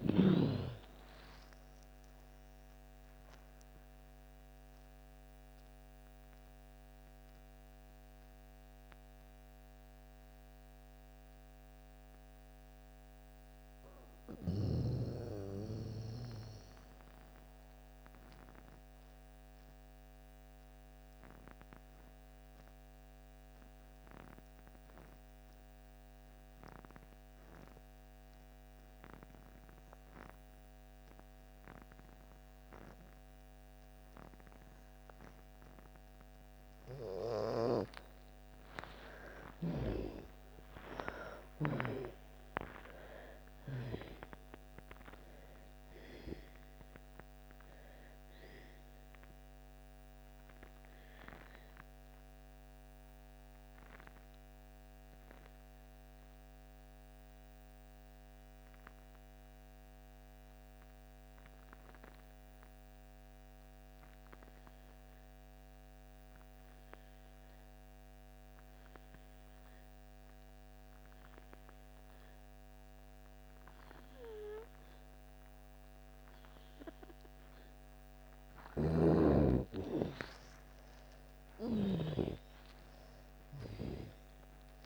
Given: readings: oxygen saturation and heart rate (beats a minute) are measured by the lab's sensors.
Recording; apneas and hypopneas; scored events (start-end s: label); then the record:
breathing in sleep by a microphone on the trachea; 2
0.00-1.00 s: arousal
0.00-25.50 s: oxygen desaturation (device-marked, oxygen 79% lowest)
5.50-37.00 s: mixed apnea (oxygen 99% before, 79% lowest)
33.50-64.50 s: oxygen desaturation (device-marked, oxygen 98% before, 84% lowest)
38.00-43.00 s: arousal
49.00-77.00 s: obstructive apnea (oxygen 98% before, 82% lowest)
70.50-84.86 s: oxygen desaturation (device-marked, oxygen 98% before, 82% lowest)
78.00-81.50 s: snoring (device-marked)
80.00-84.50 s: arousal
From the record:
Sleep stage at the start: N2 (light sleep); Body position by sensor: on the back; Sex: female